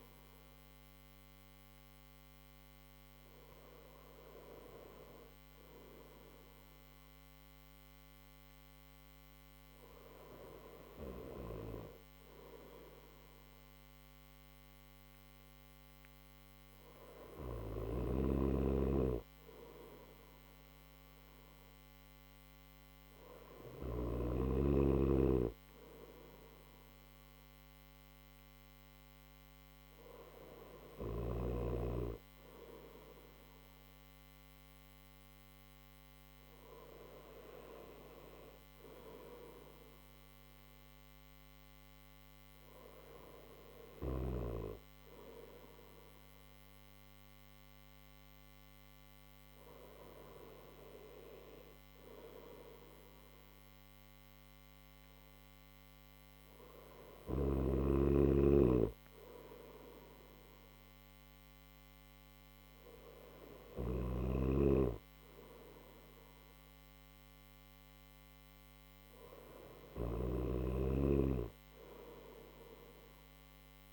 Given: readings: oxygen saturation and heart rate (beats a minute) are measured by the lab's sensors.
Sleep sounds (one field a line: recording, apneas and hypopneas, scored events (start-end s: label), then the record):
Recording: breathing in sleep by a microphone on the trachea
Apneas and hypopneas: none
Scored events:
17.00-23.50 s: snoring (device-marked)
63.00-69.50 s: snoring (device-marked)
From the record:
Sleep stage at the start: N1 (lightest sleep)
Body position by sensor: on the right side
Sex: male